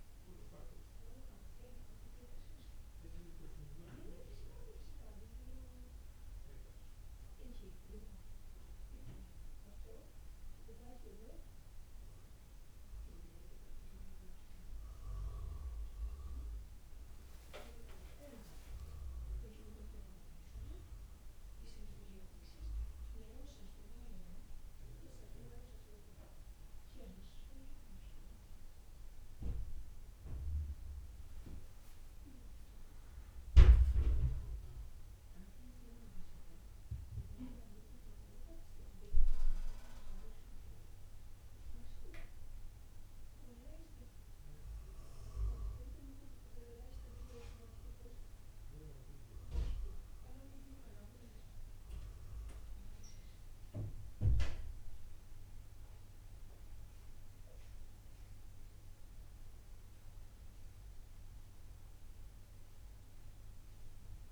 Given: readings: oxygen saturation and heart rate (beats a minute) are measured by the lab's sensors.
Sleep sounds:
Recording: breathing in sleep by a room microphone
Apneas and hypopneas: none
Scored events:
20.50-26.50 s: arousal
From the record:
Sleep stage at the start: N1 (lightest sleep)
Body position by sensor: on the back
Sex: male

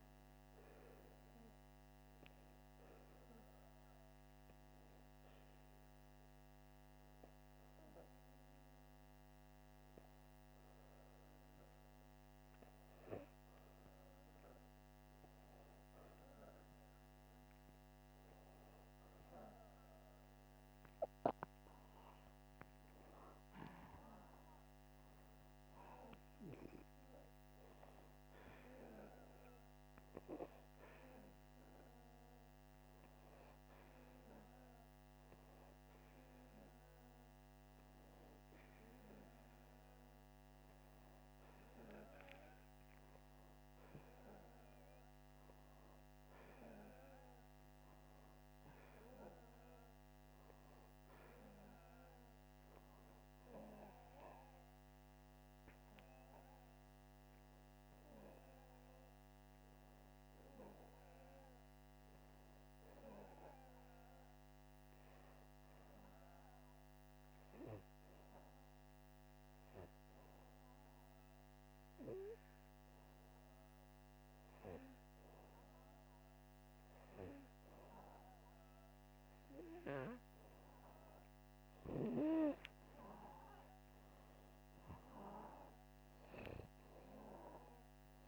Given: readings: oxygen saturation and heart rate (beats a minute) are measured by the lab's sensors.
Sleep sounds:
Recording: breathing in sleep by a microphone on the trachea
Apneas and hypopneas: 3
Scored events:
4.50-15.50 s: hypopnea (oxygen 96% before, 94% lowest, heart rate 87 before, 81 extreme, up 5 after)
17.00-19.50 s: arousal
33.50-45.00 s: hypopnea (oxygen 97% before, 93% lowest, heart rate 85 before, 78 extreme, up 7 after)
46.00-49.00 s: arousal
62.50-72.50 s: hypopnea (oxygen 97% before, 93% lowest, heart rate 83 before, 80 extreme, up 1 after)
74.50-78.00 s: arousal
From the record:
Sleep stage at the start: N2 (light sleep)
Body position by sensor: upright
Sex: male

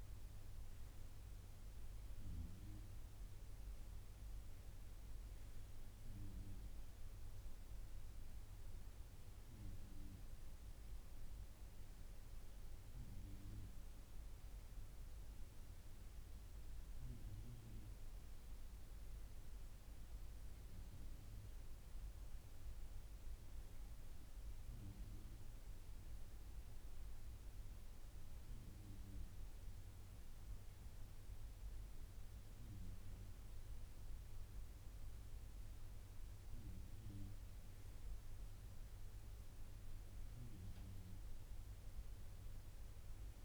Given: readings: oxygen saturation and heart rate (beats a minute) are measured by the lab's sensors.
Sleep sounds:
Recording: breathing in sleep, hard to hear, by a room microphone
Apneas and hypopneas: none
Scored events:
none scored
From the record:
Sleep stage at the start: N2 (light sleep)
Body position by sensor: on the right side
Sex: male

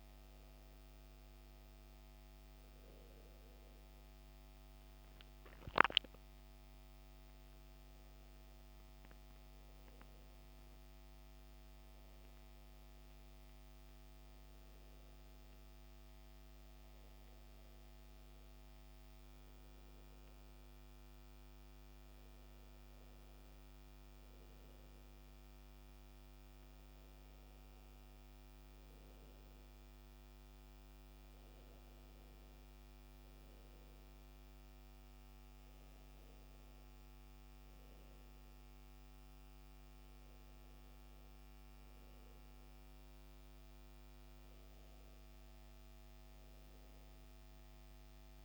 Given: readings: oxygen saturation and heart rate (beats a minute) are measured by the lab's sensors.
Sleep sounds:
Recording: breathing in sleep, hard to hear, by a microphone on the trachea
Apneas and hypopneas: none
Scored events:
none scored
From the record:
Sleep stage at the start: N2 (light sleep)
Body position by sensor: on the back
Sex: male

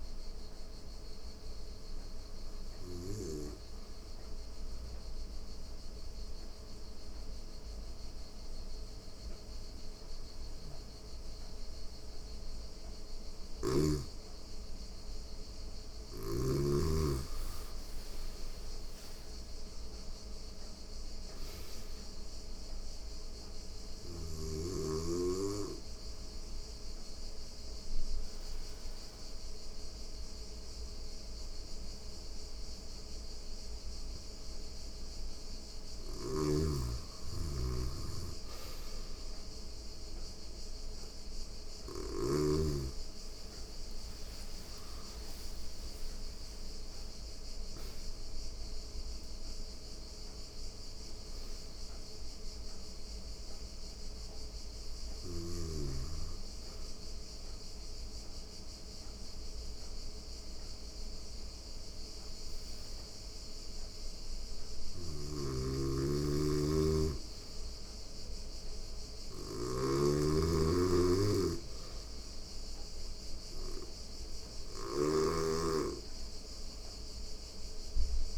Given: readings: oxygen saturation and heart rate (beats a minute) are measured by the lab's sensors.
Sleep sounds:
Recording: breathing in sleep by a room microphone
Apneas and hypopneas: 3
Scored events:
3.50-13.50 s: obstructive apnea (oxygen 97% before, 91% lowest, heart rate 99 before, 87 extreme, up 2 after)
12.50-16.00 s: snoring (device-marked)
14.50-18.50 s: arousal
21.50-37.50 s: oxygen desaturation (device-marked, oxygen 97% before, 91% lowest, heart rate 89 before, 87 extreme)
23.50-35.00 s: obstructive apnea (oxygen 97% before, 91% lowest, heart rate 89 before, 87 extreme, up 2 after)
35.50-42.00 s: snoring (device-marked)
39.50-44.50 s: arousal
43.50-47.50 s: oxygen desaturation (device-marked, oxygen 97% before, 94% lowest, heart rate 89 before, 88 extreme)
56.50-66.50 s: obstructive apnea (oxygen 97% before, 91% lowest, heart rate 90 before, 88 extreme, up 1 after)
64.00-78.38 s: snoring (device-marked)
68.50-71.00 s: arousal
73.50-78.38 s: oxygen desaturation (device-marked, oxygen 96% before, 91% lowest, heart rate 88 before, 86 extreme)
From the record:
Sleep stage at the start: N2 (light sleep)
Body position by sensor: on the back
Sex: female

